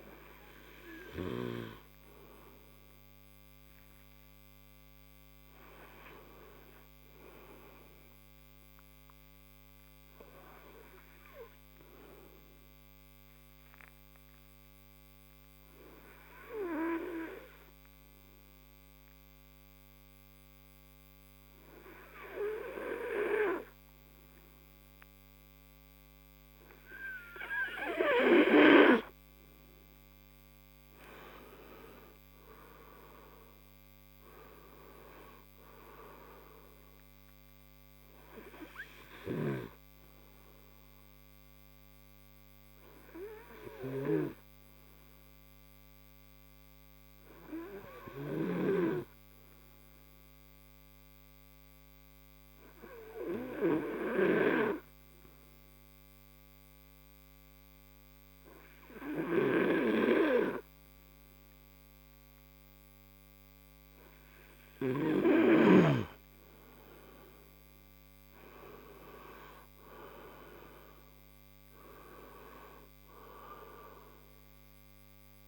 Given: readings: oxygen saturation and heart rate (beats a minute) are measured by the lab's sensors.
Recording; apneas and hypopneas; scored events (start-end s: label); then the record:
breathing in sleep by a microphone on the trachea; 2
13.50-28.00 s: obstructive apnea (oxygen 97% before, 91% lowest)
27.50-39.50 s: oxygen desaturation (device-marked, oxygen 96% before, 92% lowest)
30.50-34.50 s: arousal
38.00-65.00 s: obstructive apnea (oxygen 96% before, 91% lowest)
65.50-75.48 s: oxygen desaturation (device-marked, oxygen 97% before, 91% lowest)
67.00-70.50 s: arousal
From the record:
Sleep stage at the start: N2 (light sleep); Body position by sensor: on the right side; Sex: male